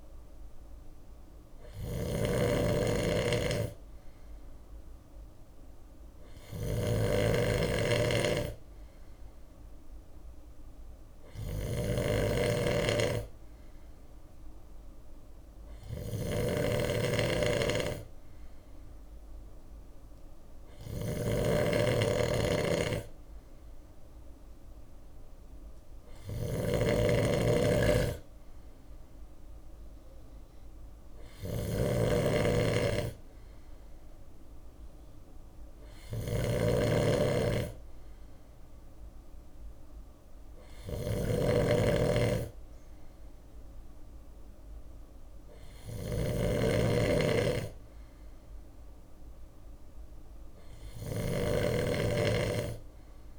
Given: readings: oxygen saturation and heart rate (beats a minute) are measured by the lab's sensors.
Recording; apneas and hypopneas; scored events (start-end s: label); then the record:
breathing in sleep by a room microphone; none
0.00-41.00 s: bradycardia (device-marked, heart rate 55 extreme)
0.00-53.39 s: snoring (device-marked)
43.00-53.39 s: bradycardia (device-marked, heart rate 59 before, 56 extreme)
From the record:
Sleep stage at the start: N2 (light sleep); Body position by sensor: on the left side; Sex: male